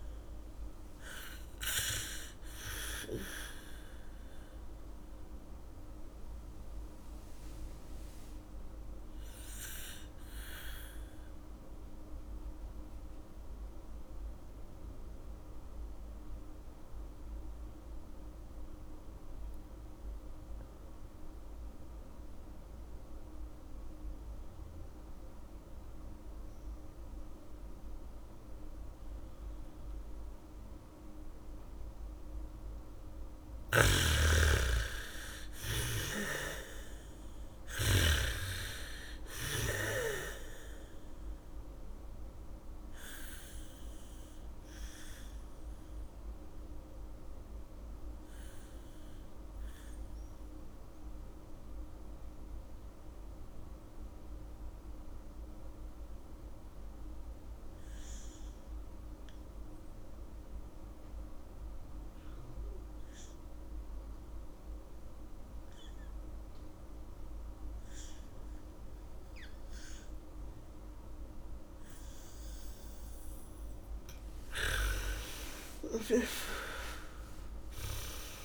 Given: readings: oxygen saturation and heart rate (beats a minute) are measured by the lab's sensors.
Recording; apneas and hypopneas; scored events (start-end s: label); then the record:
breathing in sleep by a room microphone; 2
0.00-24.50 s: oxygen desaturation (device-marked, oxygen 82% lowest, heart rate 54 extreme)
5.50-32.00 s: obstructive apnea (oxygen 99% before, 82% lowest, heart rate 66 before, 54 extreme)
33.50-38.50 s: bradycardia (device-marked, heart rate 70 before, 55 extreme)
34.00-38.00 s: arousal
34.00-38.50 s: snoring (device-marked)
40.50-60.50 s: oxygen desaturation (device-marked, oxygen 98% before, 87% lowest, heart rate 66 before, 43 extreme)
46.50-73.50 s: mixed apnea (oxygen 99% before, 85% lowest, heart rate 64 before, 43 extreme)
73.50-78.45 s: bradycardia (device-marked, heart rate 70 before, 43 extreme)
74.50-78.45 s: oxygen desaturation (device-marked, oxygen 98% before, 85% lowest, heart rate 70 before, 43 extreme)
75.00-78.45 s: arousal
From the record:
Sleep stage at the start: N2 (light sleep); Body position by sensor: on the back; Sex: female